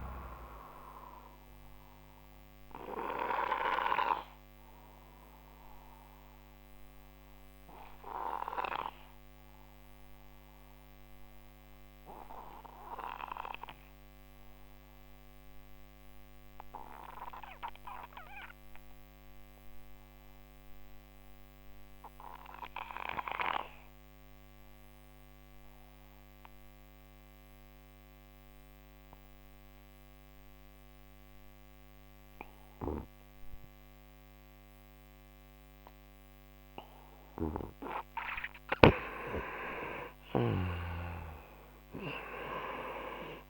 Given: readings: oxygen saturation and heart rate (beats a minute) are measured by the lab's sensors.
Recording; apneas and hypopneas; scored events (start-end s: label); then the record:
breathing in sleep by a microphone on the trachea; 1
0.00-23.00 s: oxygen desaturation (device-marked, oxygen 90% lowest)
2.00-36.50 s: obstructive apnea (oxygen 98% before, 88% lowest)
39.00-43.50 s: oxygen desaturation (device-marked, oxygen 98% before, 88% lowest)
40.00-43.50 s: arousal
From the record:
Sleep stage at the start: N2 (light sleep); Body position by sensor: on the right side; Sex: male